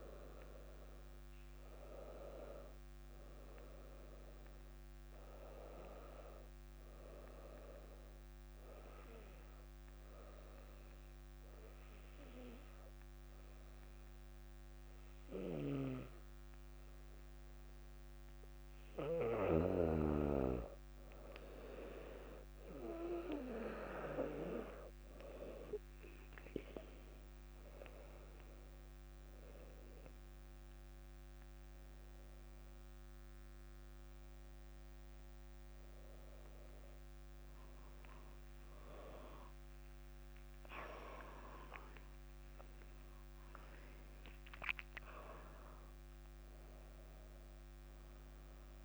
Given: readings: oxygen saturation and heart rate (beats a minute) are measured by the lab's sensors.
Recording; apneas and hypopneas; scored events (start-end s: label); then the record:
a person partly awake in a sleep study, by a microphone on the trachea; 1
0.00-7.50 s: oxygen desaturation (device-marked, oxygen 94% lowest, heart rate 57 extreme)
8.50-19.00 s: obstructive apnea (oxygen 98% before, 94% lowest, heart rate 58 before, 57 extreme, up 3 after)
24.50-38.50 s: oxygen desaturation (device-marked, oxygen 98% before, 94% lowest, heart rate 57 before, 59 extreme)
25.50-48.85 s: new sleep stage, awake
35.50-48.50 s: drop in pulse transit time (device-marked, heart rate 60 before, 60 extreme)
From the record:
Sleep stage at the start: N2 (light sleep); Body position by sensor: on the back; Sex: female